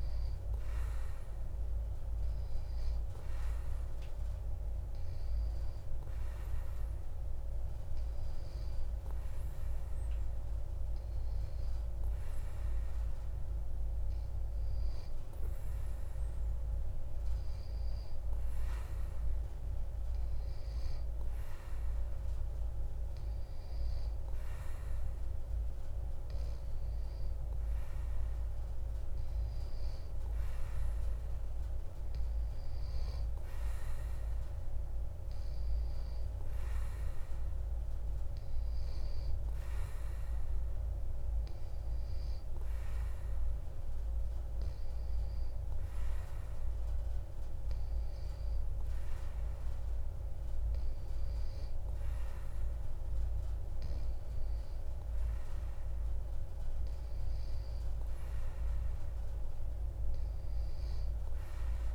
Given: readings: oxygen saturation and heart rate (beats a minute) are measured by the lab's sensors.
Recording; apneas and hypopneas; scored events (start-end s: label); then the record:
breathing in sleep, hard to hear, by a room microphone; none
none scored
From the record:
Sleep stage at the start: N2 (light sleep); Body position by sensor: on the back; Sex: male